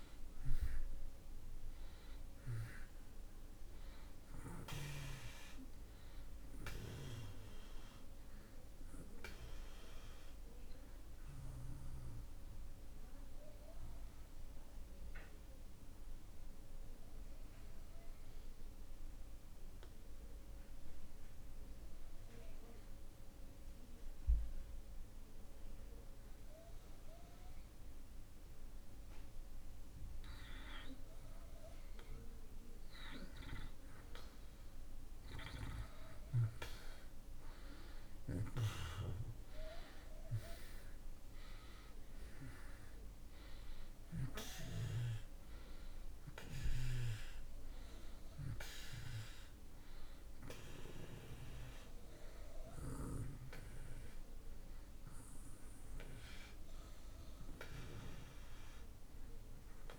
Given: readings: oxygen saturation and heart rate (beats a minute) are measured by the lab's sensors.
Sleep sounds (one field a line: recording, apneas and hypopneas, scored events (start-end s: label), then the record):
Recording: breathing in sleep by a room microphone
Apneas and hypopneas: 1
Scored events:
13.00-33.00 s: obstructive apnea (oxygen 90% before, 83% lowest)
34.00-39.00 s: arousal
38.50-59.99 s: oxygen desaturation (device-marked, oxygen 96% before, 83% lowest)
From the record:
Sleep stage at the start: N2 (light sleep)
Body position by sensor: on the back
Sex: male